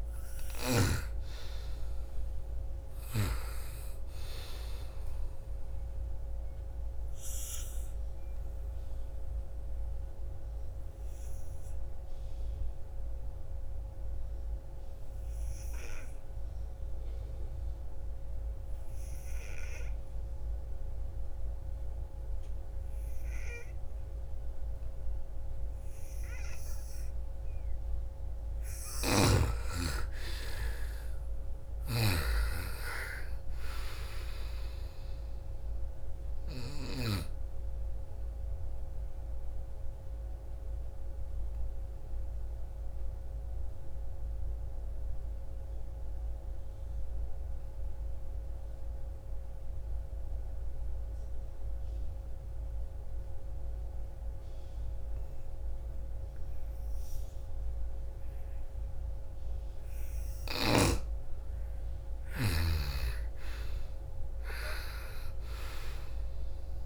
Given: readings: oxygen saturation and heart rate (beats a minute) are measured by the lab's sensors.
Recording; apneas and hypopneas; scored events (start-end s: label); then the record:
breathing in sleep by a room microphone; 2
0.00-16.50 s: oxygen desaturation (device-marked, oxygen 89% lowest, heart rate 46 extreme)
5.00-27.00 s: obstructive apnea (oxygen 97% before, 85% lowest, heart rate 58 before, 46 extreme, up 17 after)
28.00-36.50 s: snoring (device-marked)
28.50-31.50 s: arousal
31.50-54.50 s: oxygen desaturation (device-marked, oxygen 98% before, 85% lowest, heart rate 54 before, 49 extreme)
38.50-58.50 s: obstructive apnea (oxygen 98% before, 85% lowest, heart rate 63 before, 49 extreme, up 21 after)
60.50-63.00 s: arousal
62.50-66.86 s: oxygen desaturation (device-marked, oxygen 98% before, 87% lowest, heart rate 56 before, 49 extreme)
From the record:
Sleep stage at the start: N2 (light sleep); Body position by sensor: on the right side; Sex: female